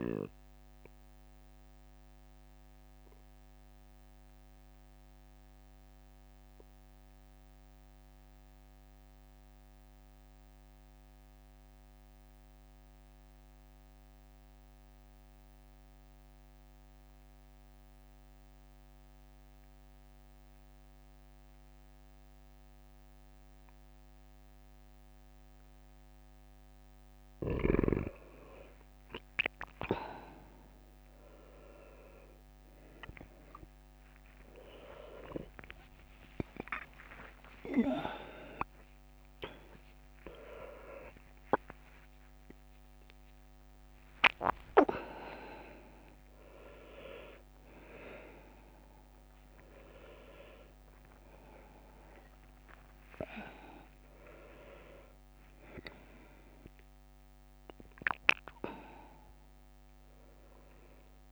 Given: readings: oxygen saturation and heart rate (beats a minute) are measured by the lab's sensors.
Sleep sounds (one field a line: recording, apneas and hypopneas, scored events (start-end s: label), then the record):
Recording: a person awake in a sleep study, by a microphone on the trachea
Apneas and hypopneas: 1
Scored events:
2.00-25.50 s: obstructive apnea (oxygen 97% before, 91% lowest, heart rate 70 before, 65 extreme, up 11 after)
20.00-61.32 s: new sleep stage, awake
22.00-49.00 s: oxygen desaturation (device-marked, oxygen 97% before, 91% lowest, heart rate 67 before, 69 extreme)
29.50-32.00 s: leg movement (device-marked)
34.00-39.50 s: leg movement (device-marked)
34.00-43.00 s: tachycardia (device-marked, heart rate 69 before, 149 extreme)
39.50-40.50 s: leg movement (device-marked)
39.50-41.50 s: long interval between heartbeats (device-marked, heart rate 75 before, 136 extreme)
45.00-46.50 s: leg movement (device-marked)
46.50-48.50 s: long interval between heartbeats (device-marked, heart rate 99 before, 88 extreme)
47.00-50.00 s: tachycardia (device-marked, heart rate 71 before, 98 extreme)
51.00-53.00 s: long interval between heartbeats (device-marked, heart rate 106 before, 116 extreme)
From the record:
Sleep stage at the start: N2 (light sleep)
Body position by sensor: on the right side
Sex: male